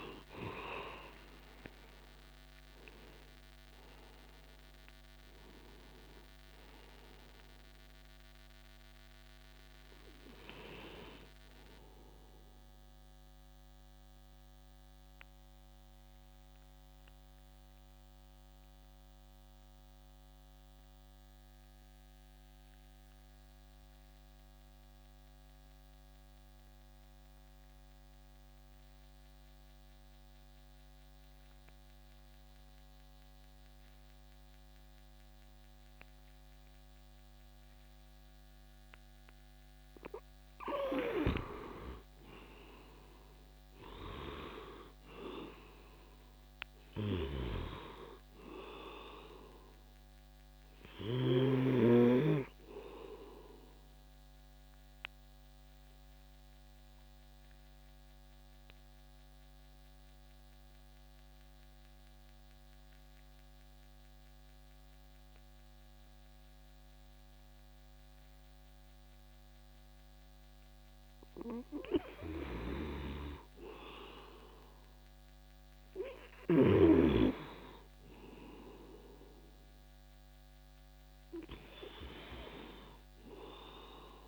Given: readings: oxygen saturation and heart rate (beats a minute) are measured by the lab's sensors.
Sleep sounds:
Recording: breathing in sleep by a microphone on the trachea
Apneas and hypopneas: 2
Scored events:
0.00-2.50 s: arousal
0.00-26.50 s: oxygen desaturation (device-marked, oxygen 90% lowest, heart rate 53 extreme)
13.50-39.50 s: obstructive apnea (oxygen 98% before, 90% lowest, heart rate 77 before, 53 extreme, up 22 after)
40.50-66.50 s: oxygen desaturation (device-marked, oxygen 100% before, 90% lowest, heart rate 59 before, 62 extreme)
41.50-45.00 s: arousal
54.50-71.50 s: obstructive apnea (oxygen 100% before, 90% lowest, heart rate 65 before, 61 extreme, up 3 after)
73.00-76.50 s: arousal
From the record:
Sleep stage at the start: N2 (light sleep)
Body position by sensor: on the back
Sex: male

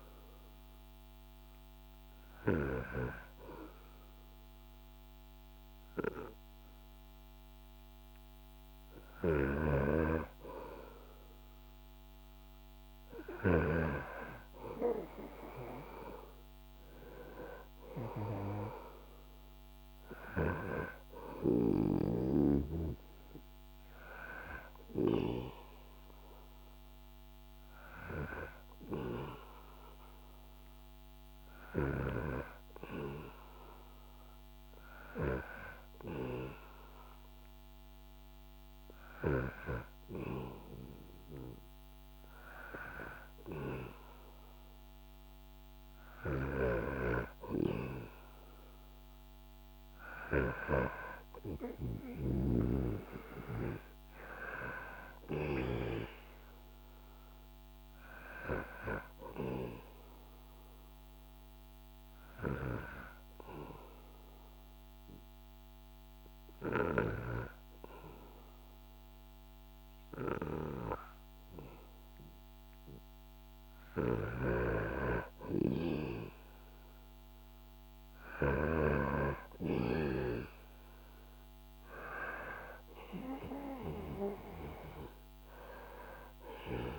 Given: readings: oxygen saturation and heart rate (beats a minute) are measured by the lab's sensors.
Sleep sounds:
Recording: breathing in sleep by a microphone on the trachea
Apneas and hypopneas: 1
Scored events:
8.00-12.50 s: snoring (device-marked)
33.00-86.99 s: new sleep stage, N2 (light sleep)
45.00-55.00 s: snoring (device-marked)
60.50-72.50 s: hypopnea (oxygen 97% before, 94% lowest, heart rate 76 before, 72 extreme, up 0 after)
72.50-77.50 s: snoring (device-marked)
75.00-79.50 s: arousal
From the record:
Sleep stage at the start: N1 (lightest sleep)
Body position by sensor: on the back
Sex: male

